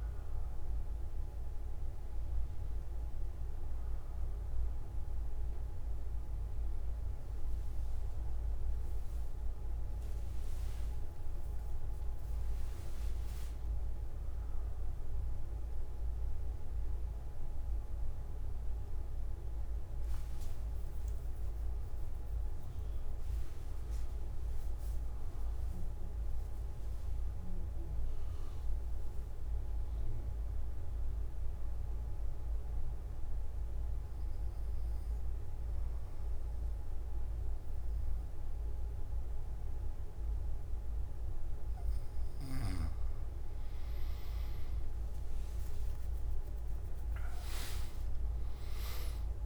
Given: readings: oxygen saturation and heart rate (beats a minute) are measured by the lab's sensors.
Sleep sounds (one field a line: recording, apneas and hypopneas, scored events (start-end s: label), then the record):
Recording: breathing in sleep, hard to hear, by a room microphone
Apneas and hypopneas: 1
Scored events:
32.50-43.50 s: obstructive apnea (oxygen 98% before, 93% lowest)
32.50-49.46 s: new sleep stage, N2 (light sleep)
From the record:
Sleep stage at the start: N1 (lightest sleep)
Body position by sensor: on the back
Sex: male